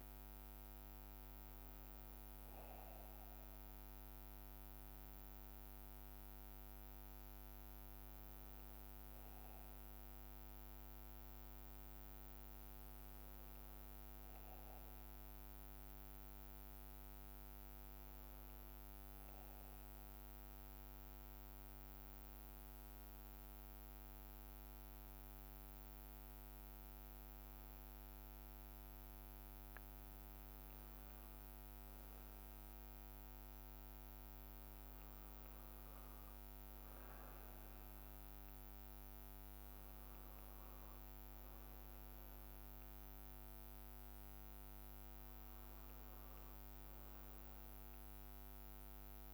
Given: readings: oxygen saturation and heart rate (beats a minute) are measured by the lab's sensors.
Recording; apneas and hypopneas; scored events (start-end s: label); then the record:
a person partly awake in a sleep study, hard to hear, by a microphone on the trachea; 1
11.50-49.34 s: new sleep stage, N1 (lightest sleep)
19.50-30.00 s: central apnea (oxygen 94% before, 90% lowest)
33.50-37.50 s: arousal
46.50-49.34 s: oxygen desaturation (device-marked, oxygen 94% before, 91% lowest)
From the record:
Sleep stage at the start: awake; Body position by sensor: on the right side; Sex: male